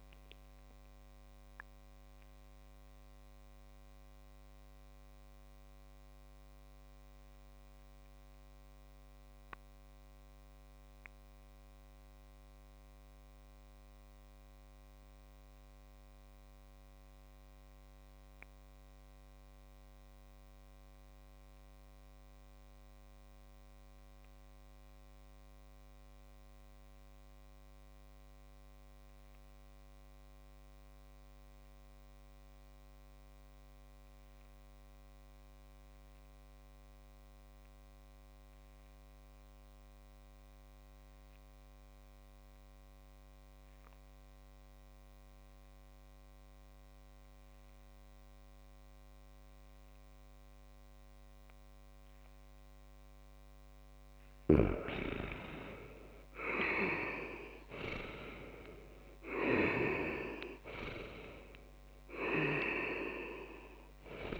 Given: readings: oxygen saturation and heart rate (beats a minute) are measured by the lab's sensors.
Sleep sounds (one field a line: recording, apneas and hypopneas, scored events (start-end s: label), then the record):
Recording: breathing in sleep by a microphone on the trachea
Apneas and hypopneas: 1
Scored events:
0.50-52.50 s: obstructive apnea (oxygen 99% before, 94% lowest)
54.50-58.50 s: arousal
From the record:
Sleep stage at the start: REM sleep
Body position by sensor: on the back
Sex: male